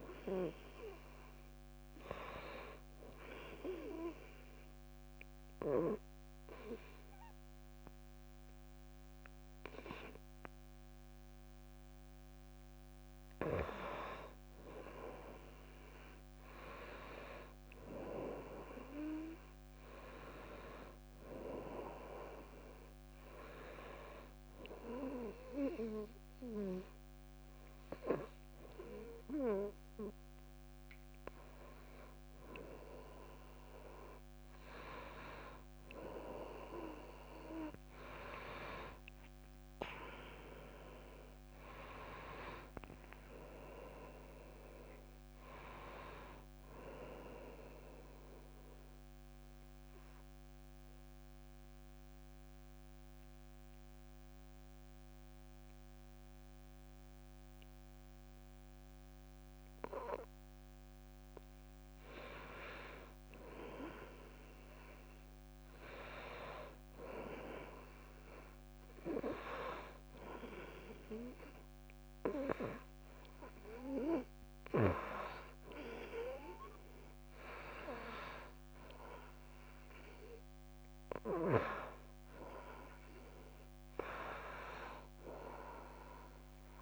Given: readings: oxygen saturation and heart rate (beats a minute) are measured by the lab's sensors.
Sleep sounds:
breathing in sleep by a microphone on the trachea; 3
0.00-11.00 s: oxygen desaturation (device-marked, oxygen 89% lowest)
3.00-14.00 s: obstructive apnea (oxygen 97% before, 89% lowest)
16.00-19.50 s: arousal
20.00-32.00 s: oxygen desaturation (device-marked, oxygen 95% before, 91% lowest)
24.00-35.00 s: hypopnea (oxygen 95% before, 89% lowest)
38.50-43.00 s: arousal
48.50-62.50 s: obstructive apnea (oxygen 95% before, 89% lowest)
64.00-81.00 s: oxygen desaturation (device-marked, oxygen 96% before, 89% lowest)
64.50-67.50 s: arousal
85.00-86.82 s: arousal
From the record:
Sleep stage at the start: N2 (light sleep); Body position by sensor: on the back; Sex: female

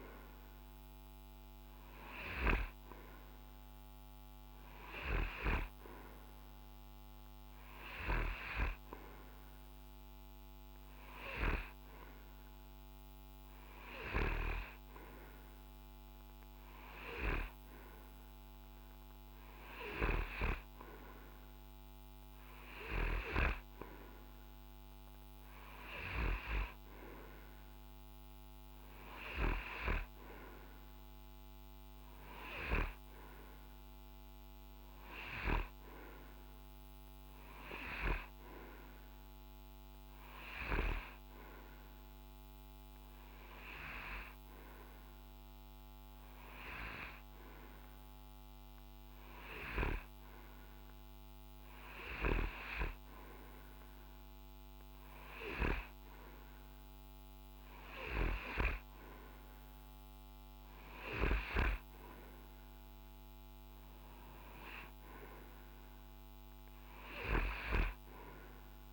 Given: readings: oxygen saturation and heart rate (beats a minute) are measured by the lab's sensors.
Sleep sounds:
breathing in sleep by a microphone on the trachea; none
none scored
From the record:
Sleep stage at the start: N3 (deep sleep); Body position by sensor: on the right side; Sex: male

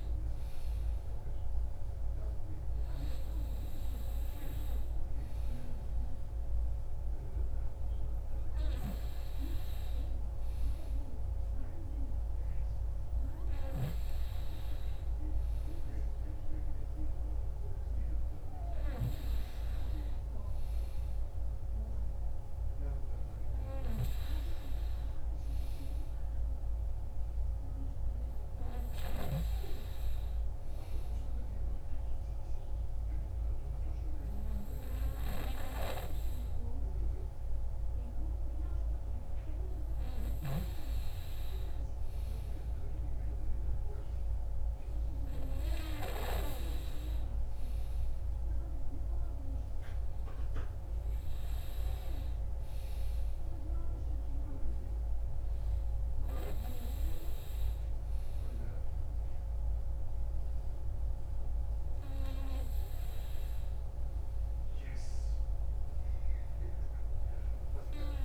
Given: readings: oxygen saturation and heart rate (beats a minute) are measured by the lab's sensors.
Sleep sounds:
breathing in sleep by a room microphone; none
none scored
From the record:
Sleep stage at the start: N2 (light sleep); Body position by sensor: on the back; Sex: male

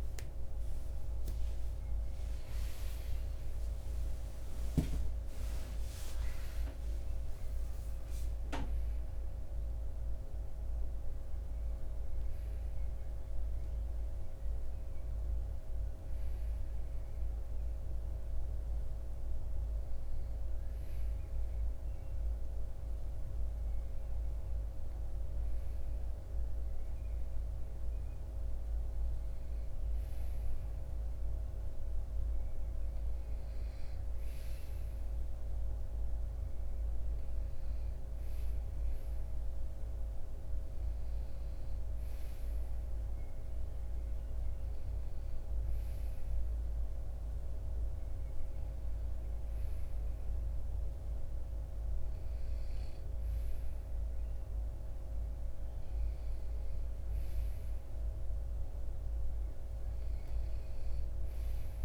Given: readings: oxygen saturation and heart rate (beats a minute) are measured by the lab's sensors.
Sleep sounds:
a person partly awake in a sleep study, hard to hear, by a room microphone; none
4.50-34.50 s: new sleep stage, N1 (lightest sleep)
34.50-61.85 s: new sleep stage, N2 (light sleep)
From the record:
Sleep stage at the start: awake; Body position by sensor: on the right side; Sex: male

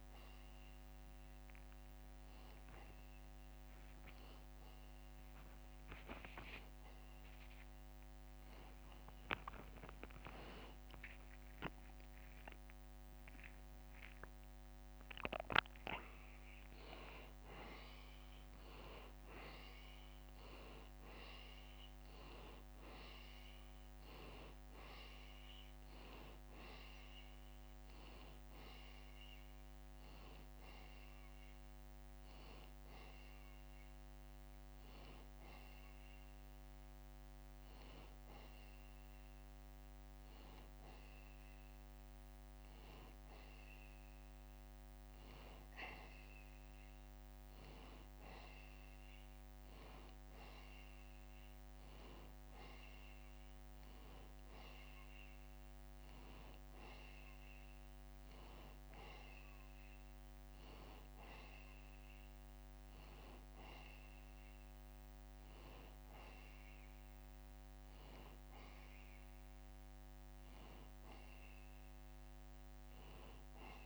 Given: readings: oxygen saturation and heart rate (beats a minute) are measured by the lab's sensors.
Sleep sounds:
breathing in sleep by a microphone on the trachea; none
2.50-4.50 s: long interval between heartbeats (device-marked, heart rate 88 before, 90 extreme)
3.00-5.00 s: tachycardia (device-marked, heart rate 110 before, 91 extreme)
5.50-7.50 s: long interval between heartbeats (device-marked, heart rate 85 before, 99 extreme)
13.00-36.00 s: drop in pulse transit time (device-marked, heart rate 88 before, 79 extreme)
13.50-17.50 s: arousal
21.00-38.00 s: oxygen desaturation (device-marked, oxygen 93% before, 89% lowest, heart rate 89 before, 77 extreme)
From the record:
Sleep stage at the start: N2 (light sleep); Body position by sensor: on the back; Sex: male

